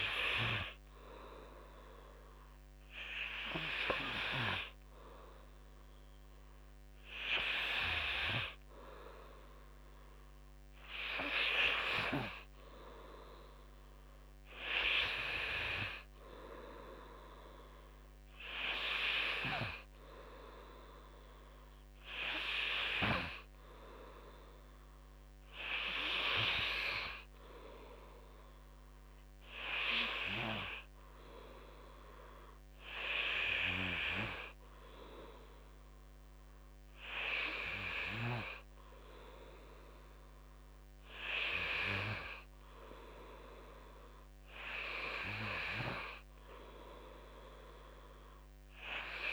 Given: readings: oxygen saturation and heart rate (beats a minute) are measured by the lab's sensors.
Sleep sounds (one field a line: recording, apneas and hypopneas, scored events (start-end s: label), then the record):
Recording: breathing in sleep by a microphone on the trachea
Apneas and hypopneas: none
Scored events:
none scored
From the record:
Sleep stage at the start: N2 (light sleep)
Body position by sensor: on the back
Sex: male